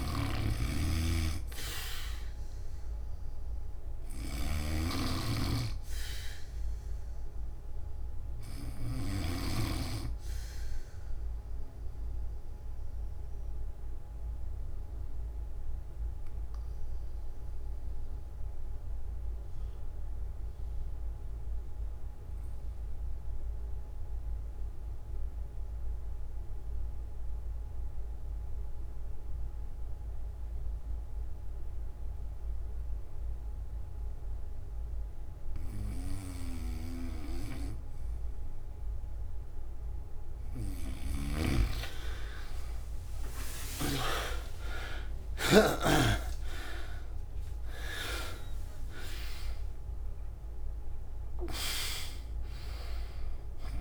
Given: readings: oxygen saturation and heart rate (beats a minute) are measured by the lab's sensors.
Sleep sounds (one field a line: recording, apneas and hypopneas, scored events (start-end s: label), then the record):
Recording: breathing in sleep by a room microphone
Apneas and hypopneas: 1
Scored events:
0.00-9.00 s: snoring (device-marked)
0.00-25.50 s: oxygen desaturation (device-marked, oxygen 89% lowest)
10.50-38.50 s: obstructive apnea (oxygen 97% before, 85% lowest)
40.50-44.00 s: snoring (device-marked)
From the record:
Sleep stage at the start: N2 (light sleep)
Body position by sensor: on the back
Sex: male